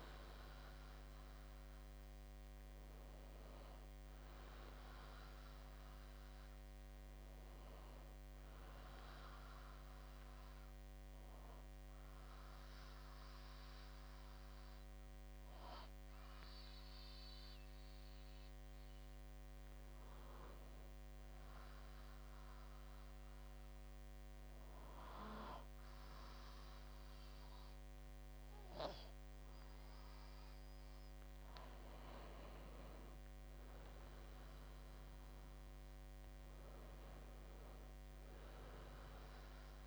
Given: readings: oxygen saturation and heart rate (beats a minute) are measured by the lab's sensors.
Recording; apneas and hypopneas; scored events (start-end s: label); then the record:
breathing in sleep, hard to hear, by a microphone on the trachea; 1
10.00-22.00 s: mixed apnea (oxygen 97% before, 95% lowest, heart rate 66 before, 64 extreme, up 0 after)
24.00-27.00 s: arousal
From the record:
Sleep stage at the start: N2 (light sleep); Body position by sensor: on the back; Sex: male